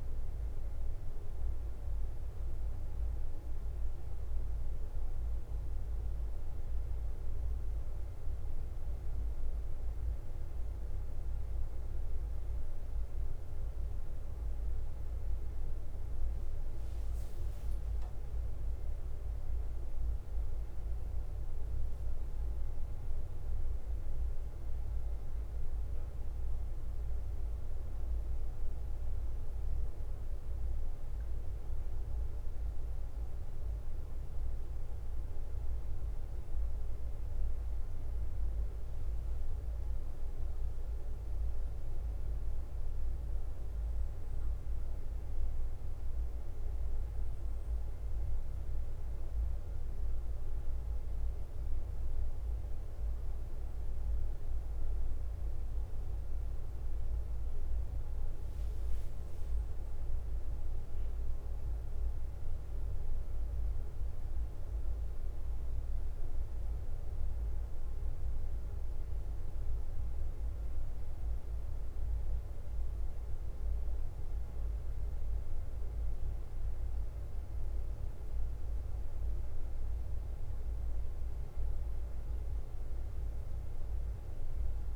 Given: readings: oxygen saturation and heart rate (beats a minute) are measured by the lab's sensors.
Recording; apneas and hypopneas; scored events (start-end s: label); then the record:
breathing in sleep, hard to hear, by a room microphone; 1
0.00-84.96 s: bradycardia (device-marked, heart rate 45 extreme)
27.00-41.00 s: hypopnea (oxygen 97% before, 95% lowest, heart rate 52 before, 51 extreme, up 2 after)
43.00-47.50 s: arousal
52.50-84.96 s: new sleep stage, N2 (light sleep)
74.50-76.50 s: long interval between heartbeats (device-marked, heart rate 53 before, 54 extreme)
79.50-81.50 s: long interval between heartbeats (device-marked, heart rate 52 before, 46 extreme)
From the record:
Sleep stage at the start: N1 (lightest sleep); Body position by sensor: on the back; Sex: male